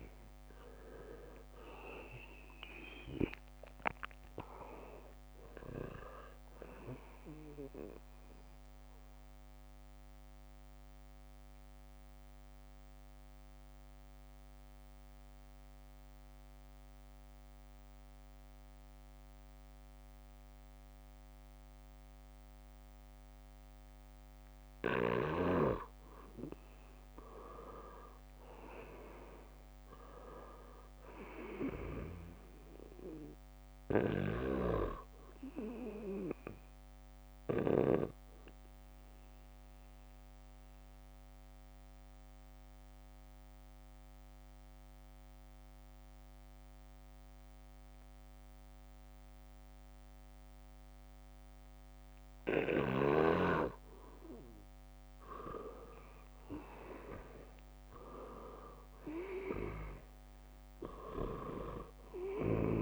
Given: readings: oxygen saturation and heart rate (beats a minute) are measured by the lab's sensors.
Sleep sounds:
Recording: breathing in sleep by a microphone on the trachea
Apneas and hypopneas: 2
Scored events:
0.00-15.00 s: oxygen desaturation (device-marked, oxygen 83% lowest, heart rate 75 extreme)
9.50-25.00 s: obstructive apnea (oxygen 98% before, 83% lowest, heart rate 78 before, 75 extreme, up 0 after)
29.00-33.00 s: arousal
29.00-48.00 s: oxygen desaturation (device-marked, oxygen 98% before, 84% lowest, heart rate 79 before, 75 extreme)
34.50-38.50 s: snoring (device-marked)
39.00-54.00 s: obstructive apnea (oxygen 98% before, 83% lowest, heart rate 77 before, 75 extreme, up 0 after)
56.00-62.82 s: oxygen desaturation (device-marked, oxygen 98% before, 83% lowest, heart rate 79 before, 75 extreme)
56.50-60.50 s: arousal
From the record:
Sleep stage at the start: N2 (light sleep)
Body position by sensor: on the back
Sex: male

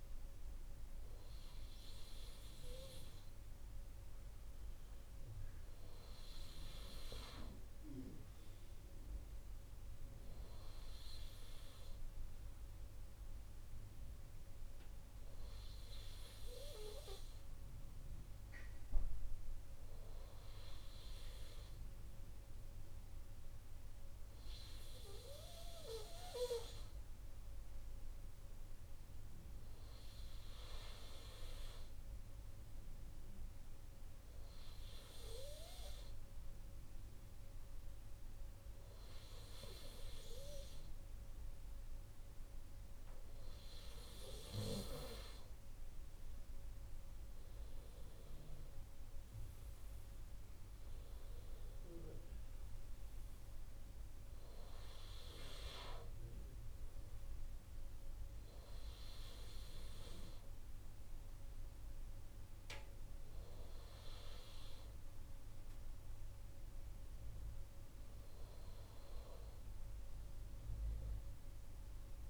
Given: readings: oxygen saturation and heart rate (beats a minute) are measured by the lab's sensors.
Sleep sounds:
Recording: breathing in sleep by a room microphone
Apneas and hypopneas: none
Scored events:
none scored
From the record:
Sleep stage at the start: N2 (light sleep)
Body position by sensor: on the right side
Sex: male

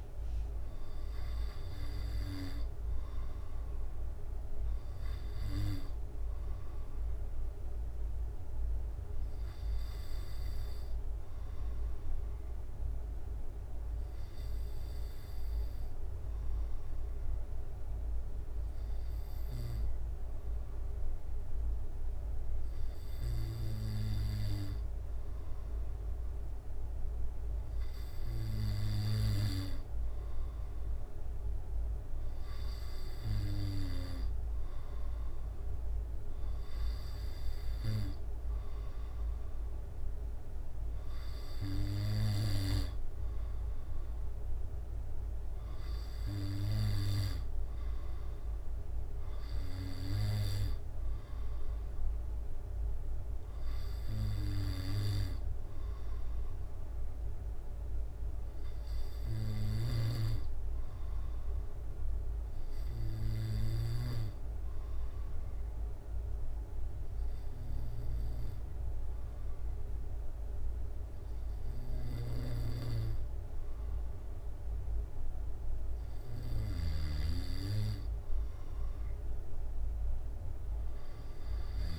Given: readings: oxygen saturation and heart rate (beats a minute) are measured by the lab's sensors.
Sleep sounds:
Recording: breathing in sleep by a room microphone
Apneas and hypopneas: 2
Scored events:
2.50-6.00 s: arousal
12.00-25.50 s: hypopnea (oxygen 95% before, 93% lowest, heart rate 68 before, 66 extreme, up 2 after)
27.50-31.00 s: arousal
56.00-59.50 s: arousal
64.00-76.50 s: obstructive apnea (oxygen 94% before, 93% lowest, heart rate 69 before, 66 extreme, up 5 after)
78.50-81.99 s: arousal
From the record:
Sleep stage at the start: N2 (light sleep)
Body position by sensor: on the back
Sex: male

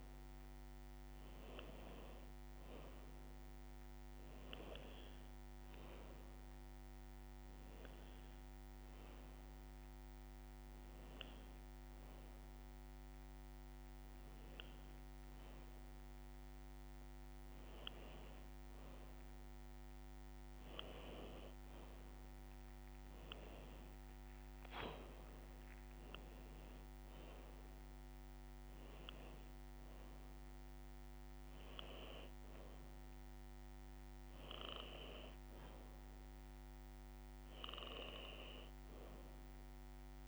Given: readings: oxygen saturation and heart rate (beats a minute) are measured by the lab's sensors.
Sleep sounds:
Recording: a person awake in a sleep study, by a microphone on the trachea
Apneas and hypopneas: none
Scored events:
none scored
From the record:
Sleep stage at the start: awake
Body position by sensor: upright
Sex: female

